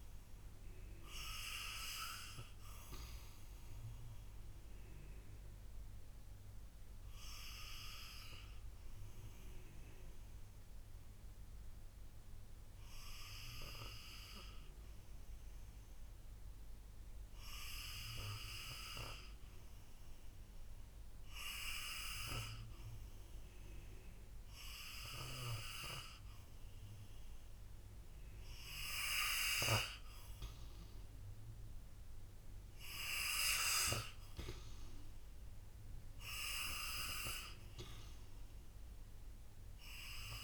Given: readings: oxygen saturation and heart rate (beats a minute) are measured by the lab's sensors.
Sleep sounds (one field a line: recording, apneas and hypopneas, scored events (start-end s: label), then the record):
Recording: breathing in sleep by a room microphone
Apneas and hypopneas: 1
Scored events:
0.00-21.50 s: oxygen desaturation (device-marked, oxygen 81% lowest, heart rate 56 extreme)
4.00-29.00 s: obstructive apnea (oxygen 90% before, 79% lowest, heart rate 62 before, 56 extreme, up 2 after)
28.50-40.44 s: oxygen desaturation (device-marked, oxygen 95% before, 84% lowest, heart rate 60 before, 56 extreme)
31.50-35.50 s: arousal
From the record:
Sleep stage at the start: N2 (light sleep)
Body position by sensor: on the back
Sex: male